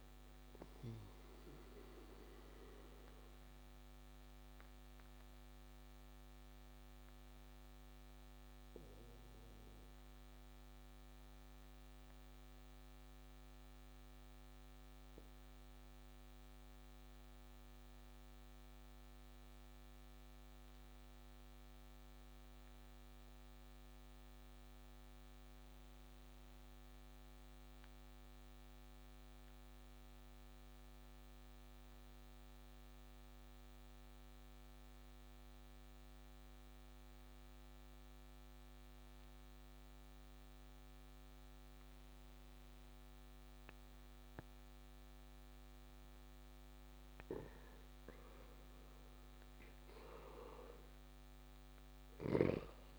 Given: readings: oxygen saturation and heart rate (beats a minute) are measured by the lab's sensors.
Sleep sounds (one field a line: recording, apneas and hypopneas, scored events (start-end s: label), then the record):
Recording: breathing in sleep, hard to hear, by a microphone on the trachea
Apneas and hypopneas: 1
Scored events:
0.00-20.50 s: oxygen desaturation (device-marked, oxygen 89% lowest, heart rate 28 extreme)
5.00-47.00 s: obstructive apnea (oxygen 96% before, 89% lowest, heart rate 38 before, 34 extreme, up 10 after)
44.50-52.99 s: oxygen desaturation (device-marked, oxygen 97% before, 91% lowest, heart rate 43 before, 35 extreme)
48.50-52.00 s: arousal
From the record:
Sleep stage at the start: N2 (light sleep)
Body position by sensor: on the back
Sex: male